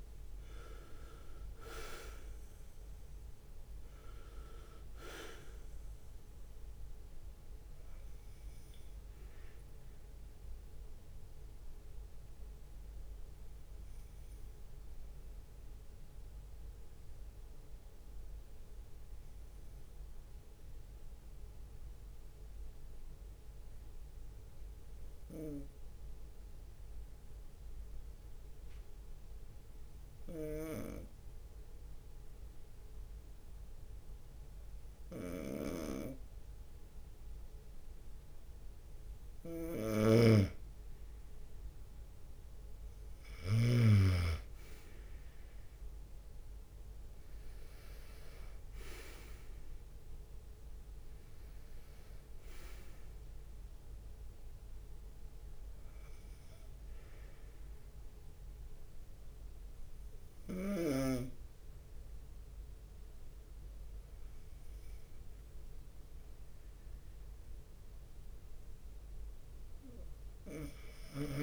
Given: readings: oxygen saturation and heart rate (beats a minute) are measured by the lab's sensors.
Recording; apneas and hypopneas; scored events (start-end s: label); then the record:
breathing in sleep by a room microphone; 1
0.00-1.50 s: arousal
0.00-25.00 s: oxygen desaturation (device-marked, oxygen 86% lowest)
0.00-71.43 s: bradycardia (device-marked)
10.50-12.50 s: long interval between heartbeats (device-marked)
12.50-38.50 s: obstructive apnea (oxygen 95% before, 86% lowest)
24.50-26.50 s: long interval between heartbeats (device-marked)
30.50-44.00 s: snoring (device-marked)
32.00-34.00 s: long interval between heartbeats (device-marked)
37.50-39.00 s: leg movement (device-marked)
40.50-42.50 s: long interval between heartbeats (device-marked)
43.00-47.50 s: arousal
45.50-51.50 s: leg movement (device-marked)
46.00-53.00 s: drop in pulse transit time (device-marked)
47.00-49.00 s: long interval between heartbeats (device-marked)
55.00-57.00 s: long interval between heartbeats (device-marked)
63.50-65.50 s: long interval between heartbeats (device-marked)
65.00-66.50 s: leg movement (device-marked)
From the record:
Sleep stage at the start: N2 (light sleep); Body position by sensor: on the right side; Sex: male